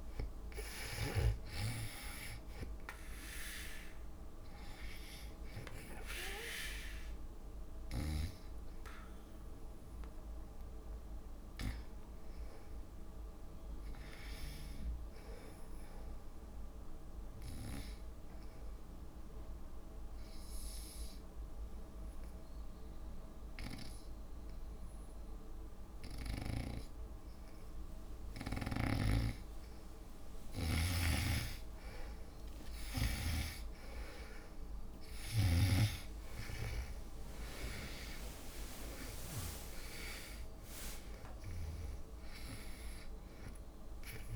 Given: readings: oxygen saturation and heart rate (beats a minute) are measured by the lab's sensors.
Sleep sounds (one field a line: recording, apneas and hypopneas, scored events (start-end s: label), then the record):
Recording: breathing in sleep by a room microphone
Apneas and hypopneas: 1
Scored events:
0.00-1.50 s: snoring (device-marked)
0.00-14.00 s: oxygen desaturation (device-marked, oxygen 96% before, 83% lowest)
18.00-29.00 s: obstructive apnea (oxygen 97% before, 88% lowest)
31.00-35.50 s: arousal
31.50-36.00 s: snoring (device-marked)
43.00-44.35 s: oxygen desaturation (device-marked, oxygen 95% before, 88% lowest)
From the record:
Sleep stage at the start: N2 (light sleep)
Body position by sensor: on the back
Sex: female